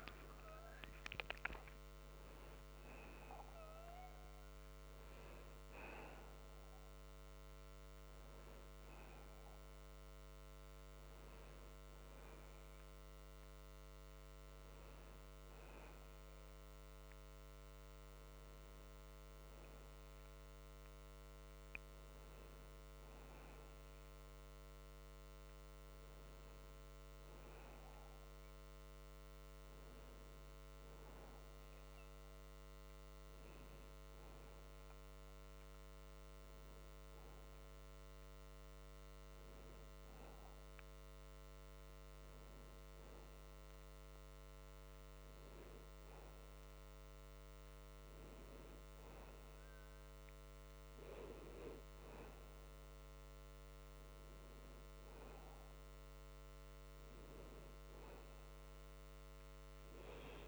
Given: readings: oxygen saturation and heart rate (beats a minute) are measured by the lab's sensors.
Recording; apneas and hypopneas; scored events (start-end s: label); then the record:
a person partly awake in a sleep study, hard to hear, by a microphone on the trachea; none
23.50-53.50 s: new sleep stage, N1 (lightest sleep)
53.50-60.48 s: new sleep stage, N2 (light sleep)
53.50-60.48 s: oxygen desaturation (device-marked, oxygen 96% before, 93% lowest, heart rate 98 before, 76 extreme)
From the record:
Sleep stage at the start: awake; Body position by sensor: on the back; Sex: male